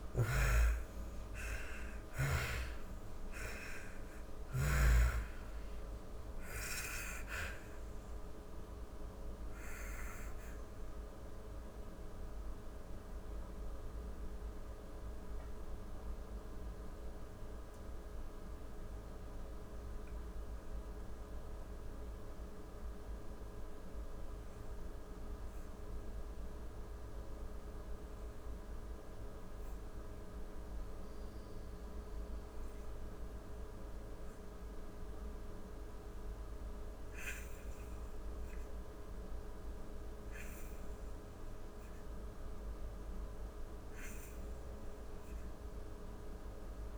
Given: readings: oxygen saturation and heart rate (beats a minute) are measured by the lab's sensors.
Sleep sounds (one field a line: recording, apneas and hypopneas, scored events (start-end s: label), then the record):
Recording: breathing in sleep by a room microphone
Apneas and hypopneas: 1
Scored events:
0.00-28.50 s: oxygen desaturation (device-marked, oxygen 79% lowest, heart rate 47 extreme)
7.50-29.00 s: mixed apnea (oxygen 97% before, 79% lowest, heart rate 93 before, 47 extreme, up 6 after)
31.50-36.00 s: arousal
44.50-46.98 s: oxygen desaturation (device-marked, oxygen 99% before, 88% lowest, heart rate 58 before, 30 extreme)
From the record:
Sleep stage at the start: N2 (light sleep)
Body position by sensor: on the back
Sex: female